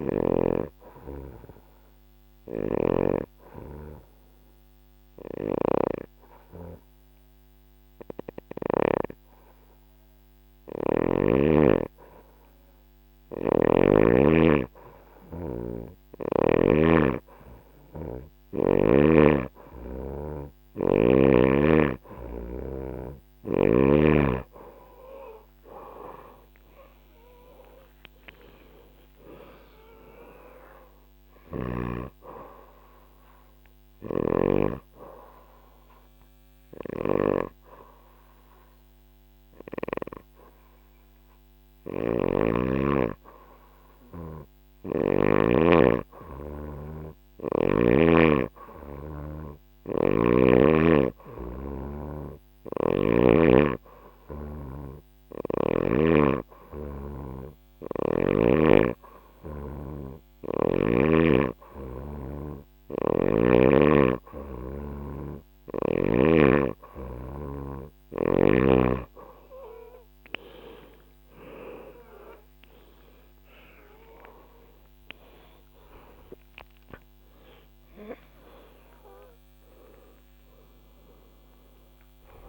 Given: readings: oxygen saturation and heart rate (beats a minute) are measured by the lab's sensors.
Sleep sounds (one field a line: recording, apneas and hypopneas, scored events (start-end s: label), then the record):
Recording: breathing in sleep by a microphone on the trachea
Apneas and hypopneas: 2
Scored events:
0.00-6.50 s: oxygen desaturation (device-marked, oxygen 93% lowest, heart rate 64 extreme)
0.00-8.50 s: snoring (device-marked)
0.50-10.50 s: obstructive apnea (oxygen 97% before, 93% lowest, heart rate 71 before, 64 extreme, up 6 after)
17.50-39.50 s: oxygen desaturation (device-marked, oxygen 97% before, 93% lowest, heart rate 68 before, 66 extreme)
26.00-30.50 s: arousal
30.50-34.00 s: snoring (device-marked)
32.50-42.50 s: hypopnea (oxygen 97% before, 93% lowest, heart rate 75 before, 66 extreme, up 4 after)
41.00-47.50 s: snoring (device-marked)
44.50-48.00 s: arousal
52.00-55.50 s: snoring (device-marked)
52.50-82.49 s: oxygen desaturation (device-marked, oxygen 97% before, 93% lowest, heart rate 70 before, 67 extreme)
From the record:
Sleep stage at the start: N2 (light sleep)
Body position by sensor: on the back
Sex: female